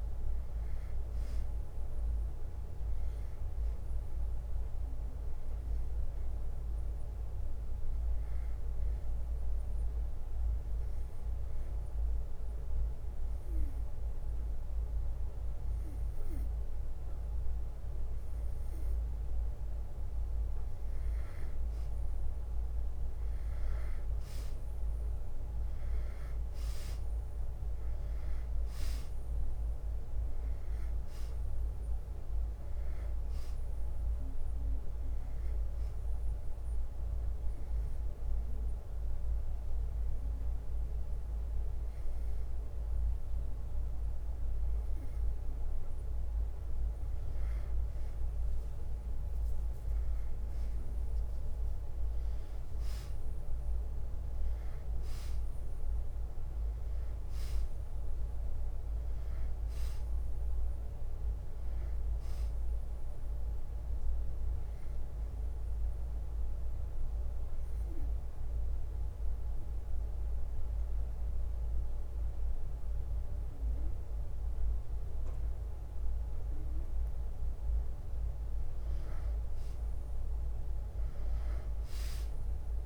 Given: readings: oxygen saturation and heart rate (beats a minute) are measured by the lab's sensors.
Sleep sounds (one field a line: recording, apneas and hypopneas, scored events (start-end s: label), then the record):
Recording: breathing in sleep, hard to hear, by a room microphone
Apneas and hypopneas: 3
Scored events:
10.50-20.50 s: obstructive apnea (oxygen 95% before, 90% lowest, heart rate 63 before, 62 extreme, up 1 after)
23.50-27.50 s: arousal
26.50-39.50 s: drop in pulse transit time (device-marked, heart rate 63 before, 63 extreme)
30.50-32.50 s: long interval between heartbeats (device-marked, heart rate 63 before, 69 extreme)
30.50-49.50 s: oxygen desaturation (device-marked, oxygen 95% before, 90% lowest, heart rate 63 before, 61 extreme)
37.50-48.00 s: hypopnea (oxygen 95% before, 90% lowest, heart rate 65 before, 61 extreme, up 0 after)
50.50-54.50 s: arousal
67.00-78.00 s: obstructive apnea (oxygen 96% before, 91% lowest, heart rate 63 before, 59 extreme, up 2 after)
73.50-80.50 s: bradycardia (device-marked, heart rate 64 before, 59 extreme)
81.00-82.86 s: arousal
81.50 s: drop in pulse transit time (device-marked)
From the record:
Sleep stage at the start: N2 (light sleep)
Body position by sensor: on the back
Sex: male